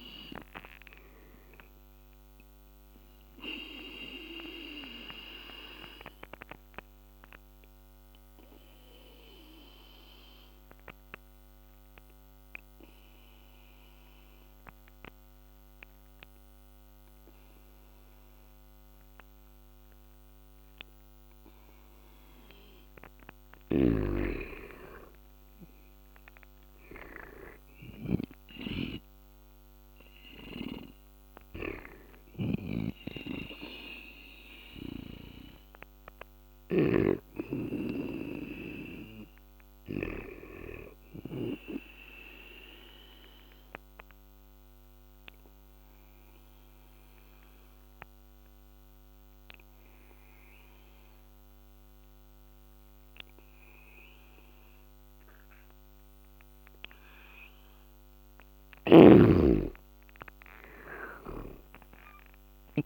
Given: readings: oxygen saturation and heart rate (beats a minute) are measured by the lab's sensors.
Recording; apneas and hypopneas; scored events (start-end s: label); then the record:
breathing in sleep by a microphone on the trachea; 2
4.00-21.00 s: obstructive apnea (oxygen 97% before, 89% lowest, heart rate 82 before, 75 extreme, up 8 after)
23.00-32.00 s: snoring (device-marked)
24.00-27.50 s: arousal
27.00-52.00 s: oxygen desaturation (device-marked, oxygen 98% before, 89% lowest, heart rate 79 before, 75 extreme)
34.00-41.00 s: snoring (device-marked)
42.50-57.00 s: obstructive apnea (oxygen 98% before, 85% lowest, heart rate 85 before, 75 extreme, up 39 after)
58.00-62.50 s: snoring (device-marked)
60.50-62.86 s: arousal
61.00-62.86 s: long interval between heartbeats (device-marked, heart rate 80 before, 90 extreme)
From the record:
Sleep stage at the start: N2 (light sleep); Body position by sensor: on the back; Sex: male